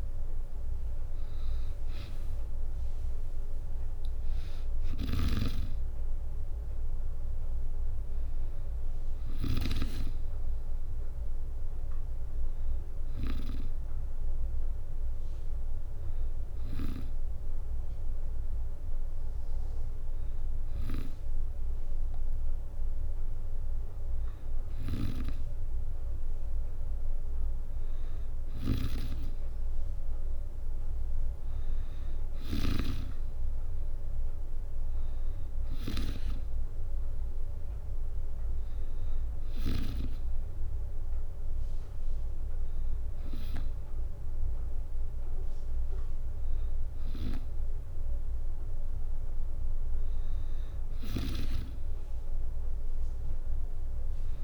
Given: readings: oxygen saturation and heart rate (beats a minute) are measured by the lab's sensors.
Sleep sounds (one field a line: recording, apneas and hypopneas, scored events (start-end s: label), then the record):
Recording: breathing in sleep by a room microphone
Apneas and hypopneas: none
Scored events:
4.50-9.00 s: snoring (device-marked)
28.00-32.50 s: snoring (device-marked)
50.50-54.44 s: snoring (device-marked)
From the record:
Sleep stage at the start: N2 (light sleep)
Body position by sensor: on the back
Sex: female